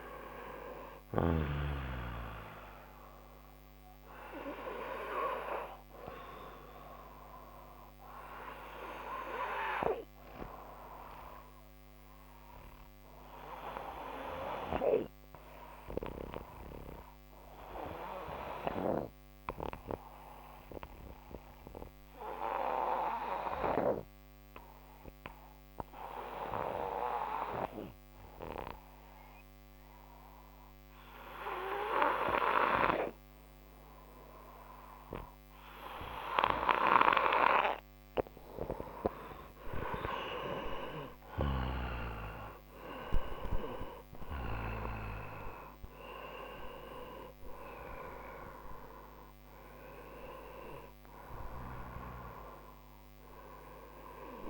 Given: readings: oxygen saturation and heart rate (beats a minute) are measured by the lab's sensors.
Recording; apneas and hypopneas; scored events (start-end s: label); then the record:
breathing in sleep by a microphone on the trachea; 1
0.00-1.50 s: snoring (device-marked)
0.00-24.00 s: oxygen desaturation (device-marked, oxygen 91% lowest)
4.50-38.50 s: obstructive apnea (oxygen 98% before, 91% lowest)
40.50-45.00 s: arousal
53.00-54.50 s: oxygen desaturation (device-marked, oxygen 95% before, 92% lowest)
From the record:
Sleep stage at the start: N2 (light sleep); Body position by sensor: on the right side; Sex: male